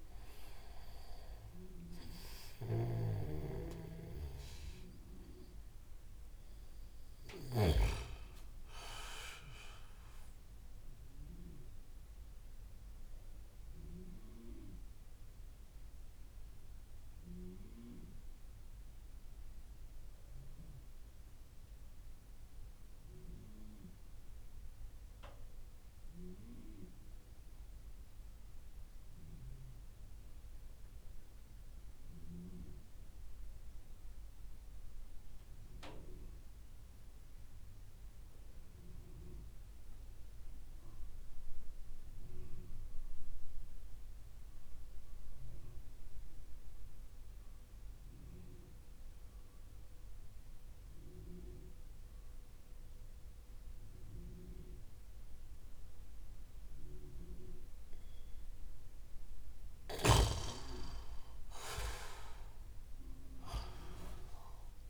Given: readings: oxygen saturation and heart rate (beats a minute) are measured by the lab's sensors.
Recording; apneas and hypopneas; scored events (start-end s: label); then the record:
breathing in sleep by a room microphone; 1
0.00-7.50 s: snoring (device-marked)
0.00-23.00 s: oxygen desaturation (device-marked, oxygen 88% lowest)
10.00-59.00 s: mixed apnea (oxygen 97% before, 84% lowest)
42.00-64.90 s: oxygen desaturation (device-marked, oxygen 98% before, 84% lowest)
59.50-64.90 s: snoring (device-marked)
60.50-63.50 s: arousal
From the record:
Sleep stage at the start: N2 (light sleep); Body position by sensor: on the back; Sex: male